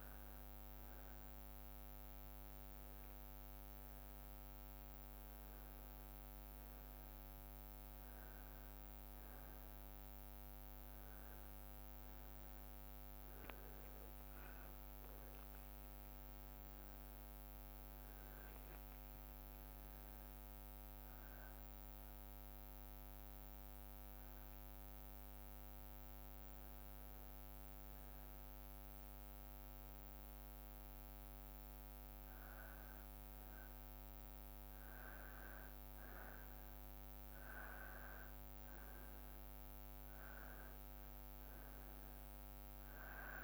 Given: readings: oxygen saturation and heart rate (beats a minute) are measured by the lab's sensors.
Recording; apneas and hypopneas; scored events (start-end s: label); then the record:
breathing in sleep, hard to hear, by a microphone on the trachea; 1
21.00-31.00 s: hypopnea (oxygen 93% before, 92% lowest, heart rate 59 before, 57 extreme, up 0 after)
33.00-37.50 s: arousal
From the record:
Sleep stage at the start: N2 (light sleep); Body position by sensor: on the back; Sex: male